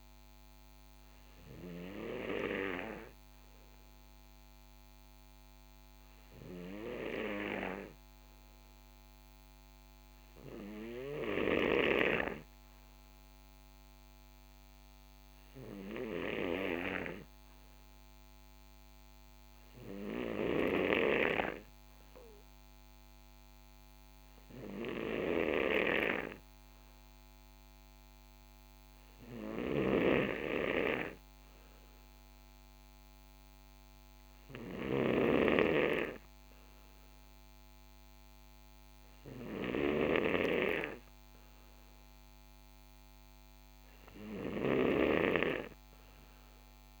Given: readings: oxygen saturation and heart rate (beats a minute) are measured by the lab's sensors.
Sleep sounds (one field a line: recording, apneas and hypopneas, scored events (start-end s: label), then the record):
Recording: breathing in sleep by a microphone on the trachea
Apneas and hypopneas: none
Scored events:
2.00-47.00 s: new sleep stage, N3 (deep sleep)
From the record:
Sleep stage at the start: N2 (light sleep)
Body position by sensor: on the right side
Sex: male